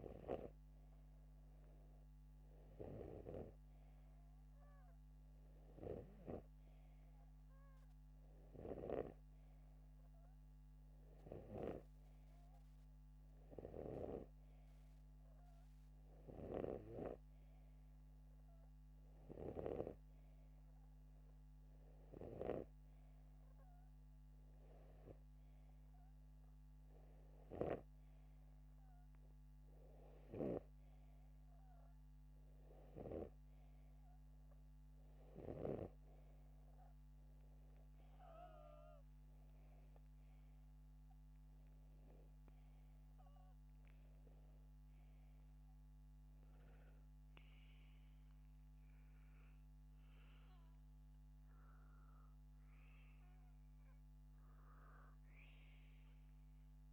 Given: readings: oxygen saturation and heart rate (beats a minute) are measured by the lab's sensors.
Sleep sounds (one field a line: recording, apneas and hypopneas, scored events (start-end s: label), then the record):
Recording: breathing in sleep by a microphone on the trachea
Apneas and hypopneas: none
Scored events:
0.50-9.50 s: snoring (device-marked)
17.00-20.50 s: snoring (device-marked)
From the record:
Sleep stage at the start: N2 (light sleep)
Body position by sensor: upright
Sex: male